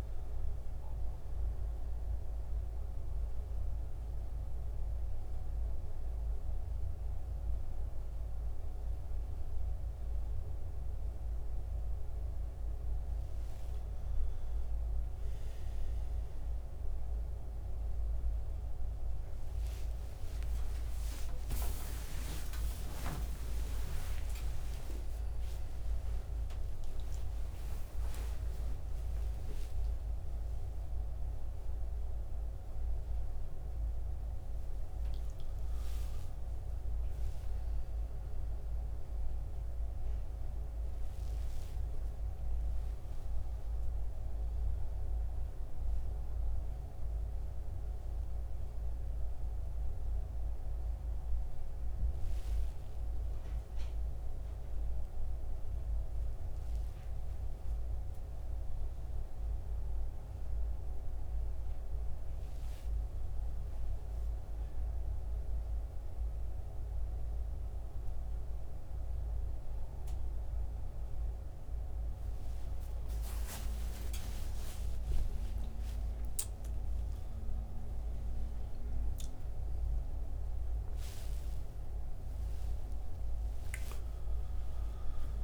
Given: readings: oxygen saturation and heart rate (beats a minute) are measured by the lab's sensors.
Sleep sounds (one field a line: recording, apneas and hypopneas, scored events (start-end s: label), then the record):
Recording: a person awake in a sleep study, hard to hear, by a room microphone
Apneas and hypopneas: none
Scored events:
0.00-26.50 s: oxygen desaturation (device-marked, oxygen 83% lowest, heart rate 67 extreme)
16.50-76.50 s: new sleep stage, awake
76.50-85.44 s: new sleep stage, N1 (lightest sleep)
From the record:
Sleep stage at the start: N2 (light sleep)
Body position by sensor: on the back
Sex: male